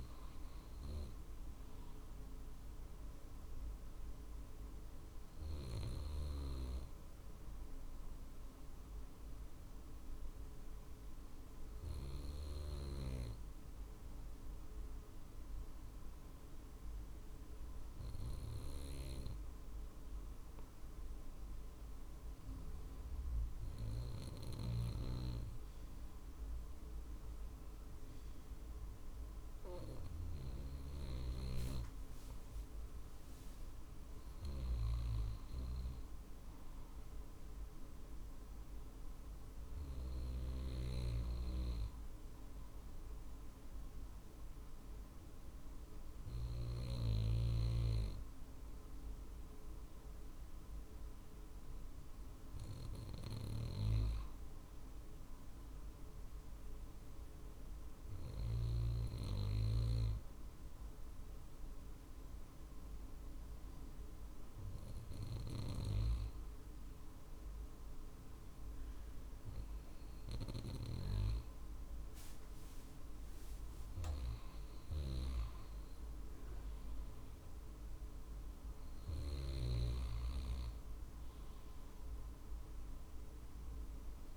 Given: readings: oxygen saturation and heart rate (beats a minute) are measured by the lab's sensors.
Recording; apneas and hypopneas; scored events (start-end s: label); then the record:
breathing in sleep by a room microphone; 2
0.00-19.00 s: drop in pulse transit time (device-marked, heart rate 48 extreme)
10.50-30.50 s: obstructive apnea (oxygen 96% before, 94% lowest, heart rate 51 before, 48 extreme, up 4 after)
32.00-35.00 s: arousal
37.00-51.00 s: drop in pulse transit time (device-marked, heart rate 49 before, 49 extreme)
49.00-52.00 s: arousal
55.00-71.00 s: hypopnea (oxygen 96% before, 93% lowest, heart rate 50 before, 48 extreme, up 4 after)
72.50-75.50 s: arousal
76.00-84.37 s: drop in pulse transit time (device-marked, heart rate 49 before, 50 extreme)
From the record:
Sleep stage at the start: N2 (light sleep); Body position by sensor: on the right side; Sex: male